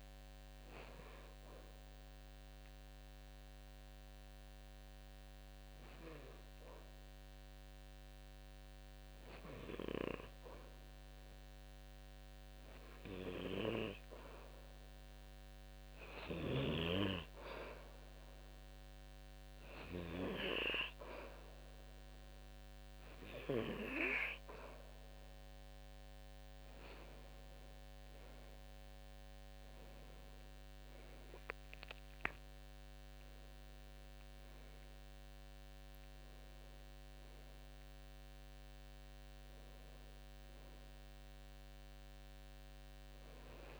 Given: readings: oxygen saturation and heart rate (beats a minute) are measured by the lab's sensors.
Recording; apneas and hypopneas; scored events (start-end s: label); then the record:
breathing in sleep by a microphone on the trachea; 1
0.50-15.50 s: hypopnea (oxygen 93% before, 92% lowest, heart rate 81 before, 77 extreme, up 0 after)
20.50-23.00 s: arousal
From the record:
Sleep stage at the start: N2 (light sleep); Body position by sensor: on the back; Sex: male